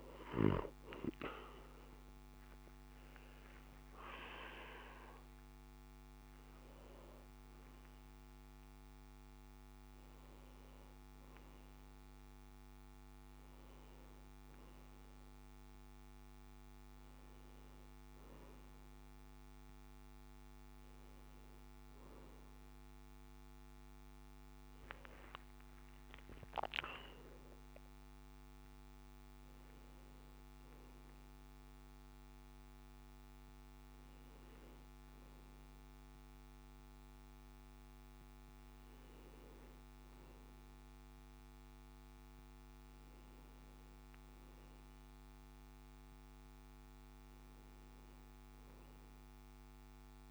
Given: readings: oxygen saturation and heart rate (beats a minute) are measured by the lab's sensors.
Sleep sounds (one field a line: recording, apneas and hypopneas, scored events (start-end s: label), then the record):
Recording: breathing in sleep by a microphone on the trachea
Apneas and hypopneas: none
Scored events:
none scored
From the record:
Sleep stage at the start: N1 (lightest sleep)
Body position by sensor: on the back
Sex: male